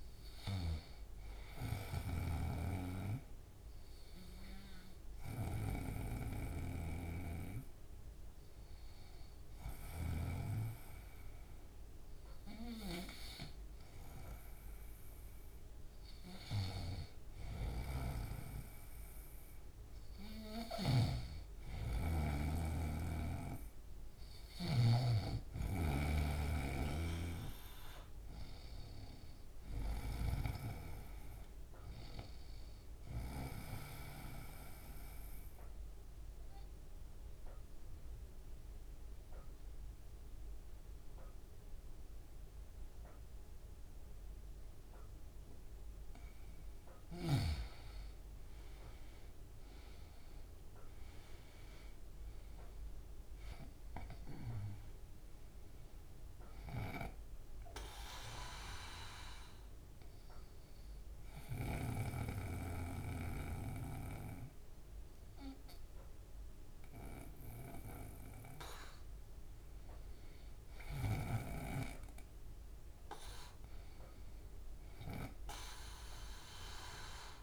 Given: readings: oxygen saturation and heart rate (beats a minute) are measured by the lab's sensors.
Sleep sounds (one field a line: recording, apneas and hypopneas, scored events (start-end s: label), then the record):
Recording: breathing in sleep by a room microphone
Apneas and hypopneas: 3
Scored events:
0.00-12.50 s: bradycardia (device-marked)
3.50-15.00 s: hypopnea (oxygen 95% before, 89% lowest)
16.50-20.00 s: arousal
20.50-30.50 s: snoring (device-marked)
34.00-47.00 s: obstructive apnea (oxygen 95% before, 89% lowest, heart rate 133 before, 48 extreme, up 18 after)
49.00-51.50 s: arousal
49.50-53.50 s: bradycardia (device-marked, heart rate 121 before, 48 extreme)
53.50-75.50 s: oxygen desaturation (device-marked, oxygen 96% before, 89% lowest, heart rate 98 before, 33 extreme)
56.50-69.00 s: obstructive apnea (oxygen 96% before, 89% lowest, heart rate 81 before, 33 extreme)
73.00-76.50 s: arousal
From the record:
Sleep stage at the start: N2 (light sleep)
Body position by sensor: on the right side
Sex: male